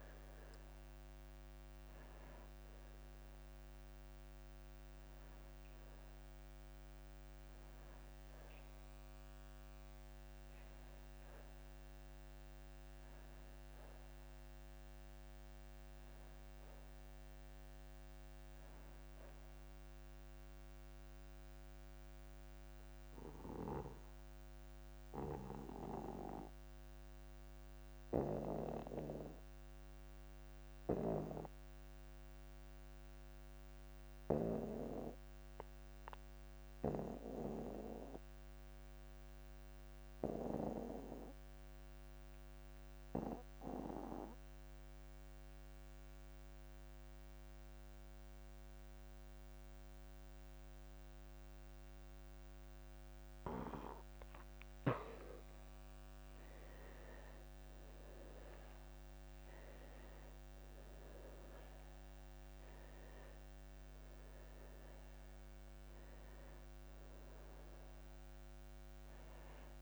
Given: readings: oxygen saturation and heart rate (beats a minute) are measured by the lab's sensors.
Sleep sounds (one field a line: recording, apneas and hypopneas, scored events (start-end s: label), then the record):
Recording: breathing in sleep by a microphone on the trachea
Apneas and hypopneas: 1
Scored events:
0.00-22.00 s: oxygen desaturation (device-marked, oxygen 86% lowest)
21.50-53.50 s: obstructive apnea (oxygen 90% before, 77% lowest)
32.00-34.00 s: long interval between heartbeats (device-marked)
43.00-69.82 s: oxygen desaturation (device-marked, oxygen 98% before, 77% lowest)
43.50-45.50 s: long interval between heartbeats (device-marked)
57.00-62.00 s: arousal
From the record:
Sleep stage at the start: N2 (light sleep)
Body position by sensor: on the back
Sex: male